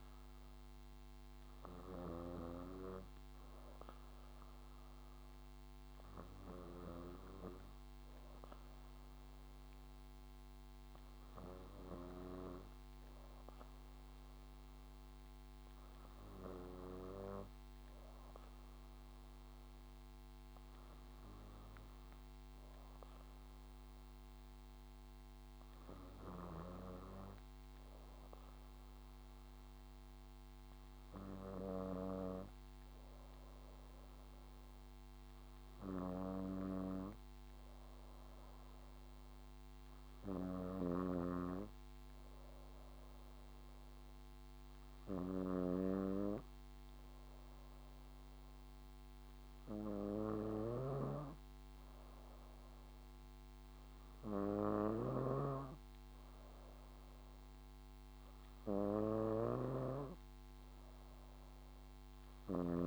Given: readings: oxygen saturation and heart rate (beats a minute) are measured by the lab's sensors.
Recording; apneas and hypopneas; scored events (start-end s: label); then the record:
breathing in sleep by a microphone on the trachea; none
0.00-7.50 s: snoring (device-marked)
40.50-62.87 s: snoring (device-marked)
From the record:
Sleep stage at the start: N2 (light sleep); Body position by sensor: on the back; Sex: female